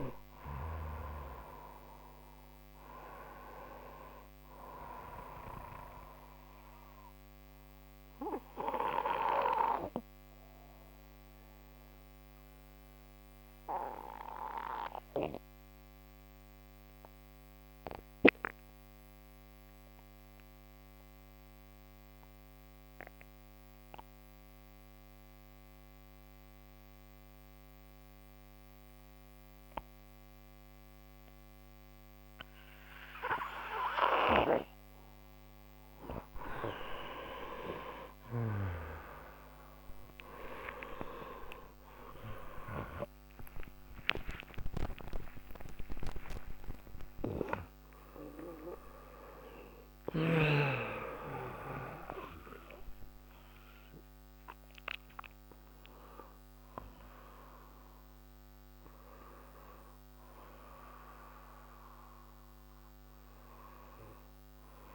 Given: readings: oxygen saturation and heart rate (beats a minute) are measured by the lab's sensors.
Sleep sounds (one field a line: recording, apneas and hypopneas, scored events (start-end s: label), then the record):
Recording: a person partly awake in a sleep study, by a microphone on the trachea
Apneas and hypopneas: 1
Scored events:
0.00-15.50 s: oxygen desaturation (device-marked, oxygen 92% lowest)
5.50-35.00 s: obstructive apnea (oxygen 97% before, 92% lowest)
30.50-60.50 s: new sleep stage, awake
51.50-59.50 s: oxygen desaturation (device-marked, oxygen 95% before, 92% lowest)
60.50-64.95 s: new sleep stage, N2 (light sleep)
From the record:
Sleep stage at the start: N2 (light sleep)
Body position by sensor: on the right side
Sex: male